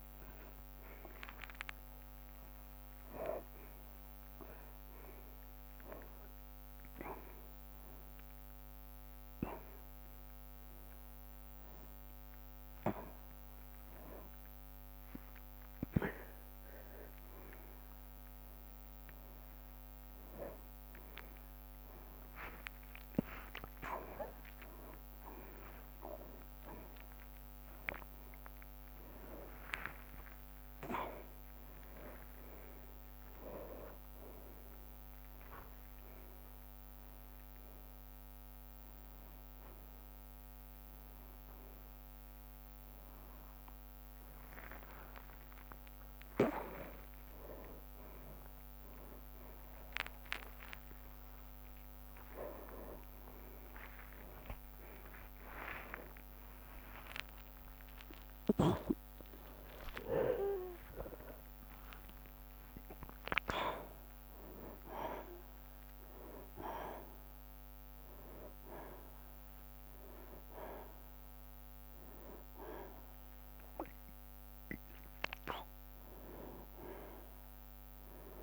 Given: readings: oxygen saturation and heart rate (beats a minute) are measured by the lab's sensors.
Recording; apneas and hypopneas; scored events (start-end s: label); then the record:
a person awake in a sleep study, by a microphone on the trachea; none
0.00-1.50 s: long interval between heartbeats (device-marked, heart rate 146 extreme)
0.00-4.50 s: oxygen desaturation (device-marked, oxygen 94% lowest, heart rate 87 extreme)
0.00-8.50 s: tachycardia (device-marked, heart rate 179 extreme)
3.00-5.00 s: long interval between heartbeats (device-marked, heart rate 148 before, 149 extreme)
5.50-7.50 s: long interval between heartbeats (device-marked, heart rate 148 before, 143 extreme)
10.50-18.50 s: oxygen desaturation (device-marked, oxygen 96% before, 93% lowest, heart rate 147 before, 79 extreme)
11.50-21.50 s: tachycardia (device-marked, heart rate 105 before, 119 extreme)
13.00-15.00 s: long interval between heartbeats (device-marked, heart rate 144 before, 99 extreme)
14.50-32.50 s: drop in pulse transit time (device-marked, heart rate 139 before, 87 extreme)
15.00-17.00 s: long interval between heartbeats (device-marked, heart rate 139 before, 107 extreme)
18.00-20.00 s: long interval between heartbeats (device-marked, heart rate 130 before, 109 extreme)
20.00-22.00 s: long interval between heartbeats (device-marked, heart rate 125 before, 108 extreme)
26.00-28.00 s: long interval between heartbeats (device-marked, heart rate 113 before, 88 extreme)
29.00-31.00 s: long interval between heartbeats (device-marked, heart rate 105 before, 88 extreme)
32.50-34.50 s: long interval between heartbeats (device-marked, heart rate 101 before, 96 extreme)
34.50-36.50 s: long interval between heartbeats (device-marked, heart rate 101 before, 94 extreme)
38.00-40.00 s: long interval between heartbeats (device-marked, heart rate 99 before, 84 extreme)
47.50-67.50 s: drop in pulse transit time (device-marked, heart rate 89 before, 97 extreme)
48.00-50.00 s: long interval between heartbeats (device-marked, heart rate 89 before, 97 extreme)
50.50-64.50 s: tachycardia (device-marked, heart rate 107 before, 140 extreme)
51.00-53.00 s: long interval between heartbeats (device-marked, heart rate 90 before, 97 extreme)
54.00-56.00 s: long interval between heartbeats (device-marked, heart rate 91 before, 103 extreme)
57.00-59.00 s: long interval between heartbeats (device-marked, heart rate 92 before, 108 extreme)
60.50-62.50 s: long interval between heartbeats (device-marked, heart rate 97 before, 127 extreme)
76.50-78.43 s: long interval between heartbeats (device-marked, heart rate 106 before, 82 extreme)
From the record:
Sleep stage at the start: awake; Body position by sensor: upright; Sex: male